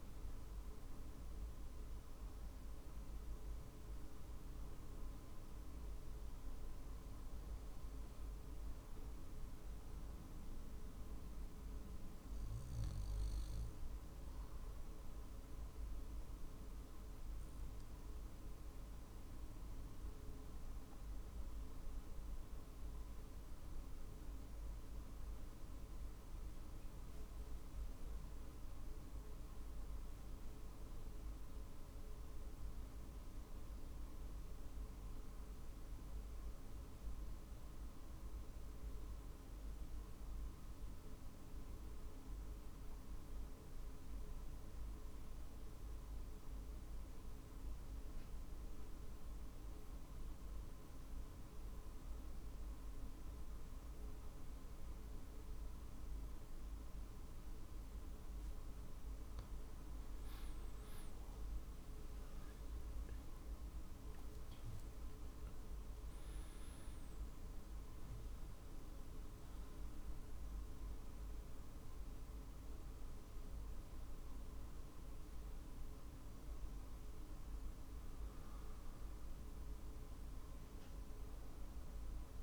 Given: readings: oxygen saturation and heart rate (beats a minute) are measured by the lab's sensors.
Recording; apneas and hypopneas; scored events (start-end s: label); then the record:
breathing in sleep, hard to hear, by a room microphone; 1
0.00-9.50 s: drop in pulse transit time (device-marked, heart rate 49 extreme)
16.00-56.50 s: obstructive apnea (oxygen 95% before, 87% lowest, heart rate 51 before, 47 extreme, up 3 after)
18.50-35.50 s: oxygen desaturation (device-marked, oxygen 95% before, 87% lowest, heart rate 50 before, 47 extreme)
59.00-64.50 s: arousal
63.50-79.50 s: drop in pulse transit time (device-marked, heart rate 48 before, 49 extreme)
From the record:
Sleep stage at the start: REM sleep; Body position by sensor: on the back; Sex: male